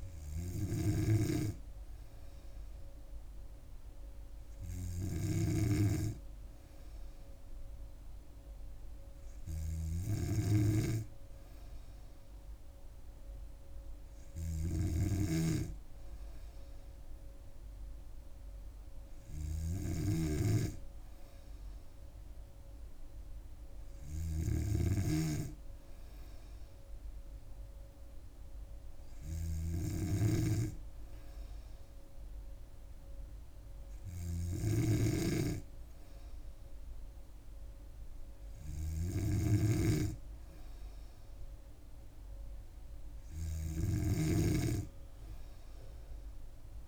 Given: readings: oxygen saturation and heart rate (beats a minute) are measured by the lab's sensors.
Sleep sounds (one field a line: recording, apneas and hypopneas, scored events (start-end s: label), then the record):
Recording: breathing in sleep by a room microphone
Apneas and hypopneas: none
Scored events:
0.00-44.50 s: snoring (device-marked)
From the record:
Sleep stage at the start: N2 (light sleep)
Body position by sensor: on the back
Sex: female